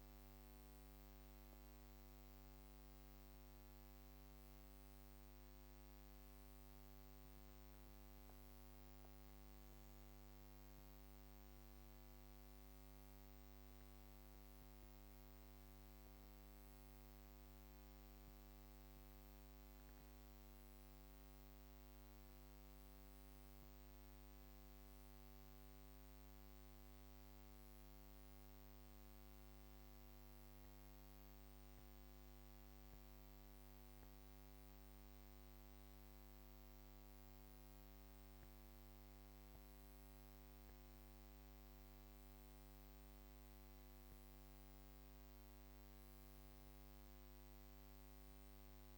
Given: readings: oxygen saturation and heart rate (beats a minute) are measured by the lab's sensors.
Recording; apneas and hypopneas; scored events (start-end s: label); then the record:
breathing in sleep, hard to hear, by a microphone on the trachea; 1
18.00-22.50 s: arousal
26.50-44.50 s: central apnea (oxygen 98% before, 95% lowest, heart rate 61 before, 49 extreme, up 24 after)
47.00-48.98 s: arousal
From the record:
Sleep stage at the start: N2 (light sleep); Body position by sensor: on the back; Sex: female